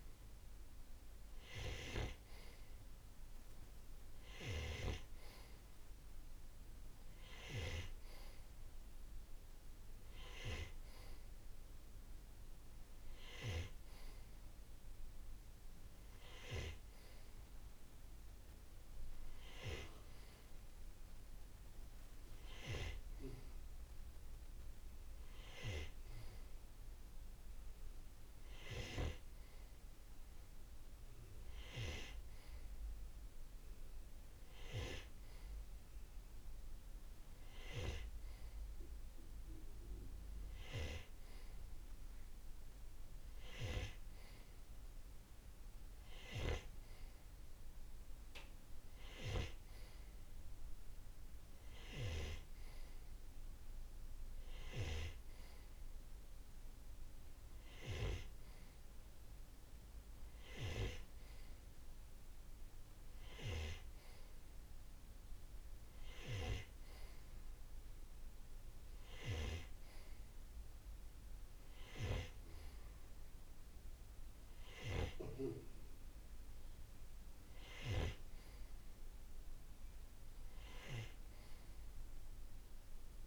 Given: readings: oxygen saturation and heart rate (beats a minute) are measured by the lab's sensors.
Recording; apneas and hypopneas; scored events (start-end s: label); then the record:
breathing in sleep by a room microphone; none
none scored
From the record:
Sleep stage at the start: N2 (light sleep); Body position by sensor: on the right side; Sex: male